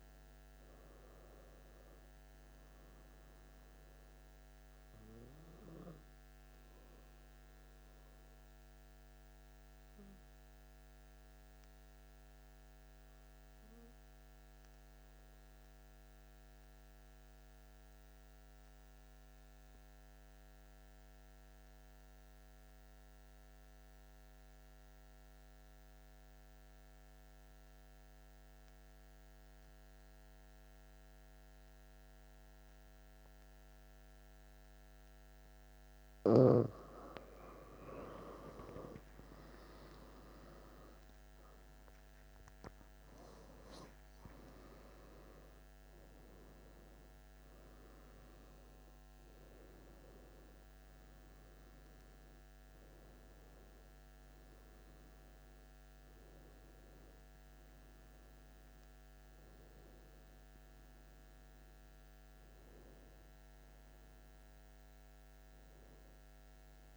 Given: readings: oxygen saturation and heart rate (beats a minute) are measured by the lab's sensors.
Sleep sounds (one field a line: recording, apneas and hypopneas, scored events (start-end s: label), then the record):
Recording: breathing in sleep by a microphone on the trachea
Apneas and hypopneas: 1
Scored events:
0.00-14.50 s: oxygen desaturation (device-marked, oxygen 93% lowest)
6.00-35.50 s: obstructive apnea (oxygen 96% before, 90% lowest)
33.50-65.50 s: oxygen desaturation (device-marked, oxygen 96% before, 90% lowest)
37.50-42.00 s: arousal
42.50-66.97 s: new sleep stage, N1 (lightest sleep)
From the record:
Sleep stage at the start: N2 (light sleep)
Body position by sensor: on the back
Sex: male